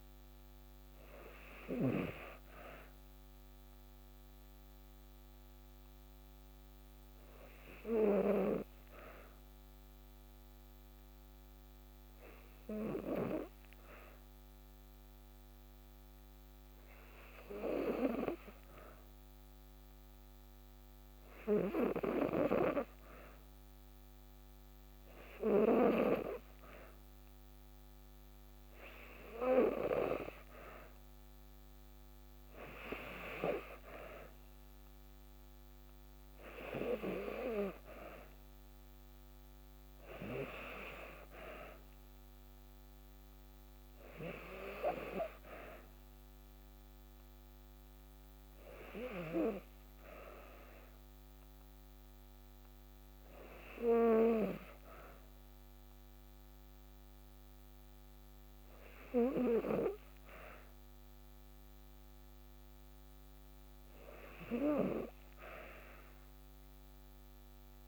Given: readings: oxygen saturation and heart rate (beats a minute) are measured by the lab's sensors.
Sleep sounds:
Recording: breathing in sleep by a microphone on the trachea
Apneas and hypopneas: 2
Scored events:
2.50-6.00 s: arousal
8.50-24.50 s: hypopnea (oxygen 96% before, 92% lowest, heart rate 55 before, 55 extreme, up 1 after)
27.00-31.00 s: arousal
35.50-53.50 s: oxygen desaturation (device-marked, oxygen 95% before, 92% lowest, heart rate 56 before, 54 extreme)
51.00-62.00 s: hypopnea (oxygen 95% before, 91% lowest, heart rate 57 before, 54 extreme, up 0 after)
65.00-67.88 s: arousal
From the record:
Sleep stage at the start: N2 (light sleep)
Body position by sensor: on the back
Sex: female

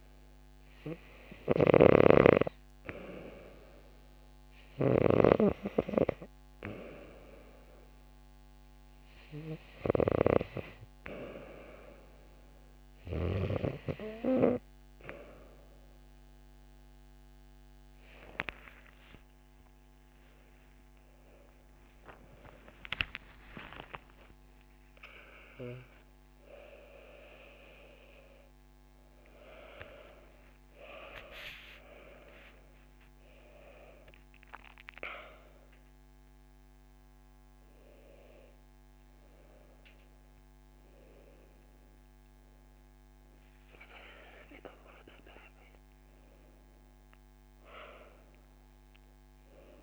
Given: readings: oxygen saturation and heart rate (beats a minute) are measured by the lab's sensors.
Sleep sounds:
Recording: a person partly awake in a sleep study, by a microphone on the trachea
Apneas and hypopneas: none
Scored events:
28.50-49.83 s: new sleep stage, awake
29.50-30.50 s: drop in pulse transit time (device-marked)
34.00-36.00 s: long interval between heartbeats (device-marked)
38.50-39.50 s: drop in pulse transit time (device-marked)
From the record:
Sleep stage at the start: N2 (light sleep)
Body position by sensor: on the right side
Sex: female

